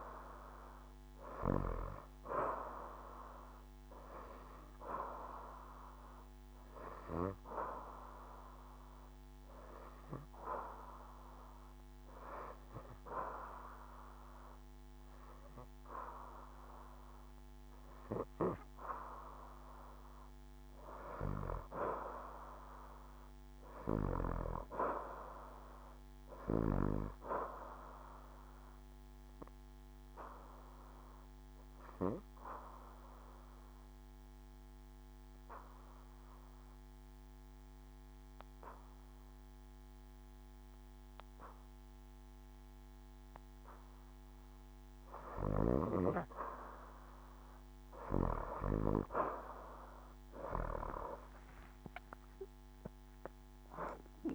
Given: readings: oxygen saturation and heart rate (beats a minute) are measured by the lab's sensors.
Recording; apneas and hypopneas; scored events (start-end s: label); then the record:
breathing in sleep by a microphone on the trachea; 2
0.00-22.00 s: oxygen desaturation (device-marked, oxygen 79% lowest, heart rate 74 extreme)
5.00-19.50 s: hypopnea (oxygen 91% before, 69% lowest, heart rate 76 before, 74 extreme, up 3 after)
23.50-27.00 s: arousal
29.00-44.50 s: obstructive apnea (oxygen 88% before, 69% lowest, heart rate 79 before, 74 extreme, up 8 after)
35.00-43.00 s: oxygen desaturation (device-marked, oxygen 88% before, 82% lowest, heart rate 80 before, 74 extreme)
45.00-54.34 s: oxygen desaturation (device-marked, oxygen 88% before, 69% lowest, heart rate 78 before, 72 extreme)
50.50-54.34 s: arousal
From the record:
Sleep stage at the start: REM sleep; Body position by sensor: on the back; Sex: female